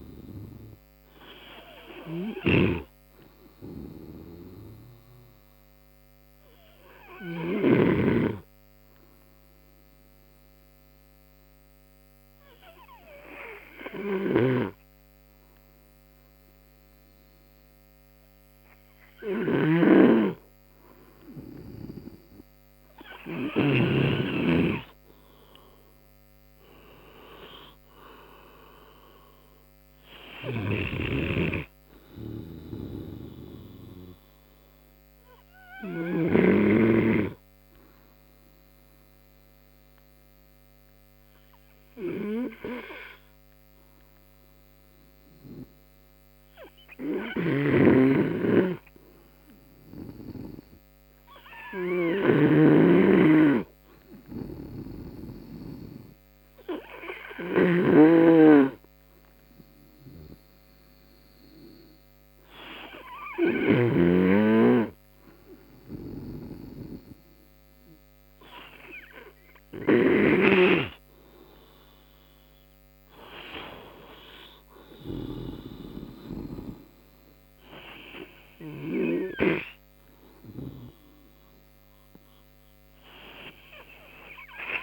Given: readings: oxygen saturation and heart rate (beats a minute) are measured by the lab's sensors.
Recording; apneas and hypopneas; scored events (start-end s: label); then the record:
breathing in sleep by a microphone on the trachea; 2
0.00-14.50 s: oxygen desaturation (device-marked, oxygen 92% lowest, heart rate 58 extreme)
4.00-23.50 s: obstructive apnea (oxygen 96% before, 91% lowest, heart rate 70 before, 58 extreme, up 22 after)
20.00-24.50 s: snoring (device-marked)
27.50-31.50 s: arousal
28.50-48.50 s: oxygen desaturation (device-marked, oxygen 97% before, 91% lowest, heart rate 63 before, 58 extreme)
35.50-70.00 s: obstructive apnea (oxygen 97% before, 91% lowest, heart rate 67 before, 58 extreme, up 21 after)
53.00-64.50 s: snoring (device-marked)
61.50-62.50 s: oxygen desaturation (device-marked, oxygen 97% before, 92% lowest, heart rate 65 before, 65 extreme)
72.00-75.50 s: arousal
From the record:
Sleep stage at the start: N2 (light sleep); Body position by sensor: on the right side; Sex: male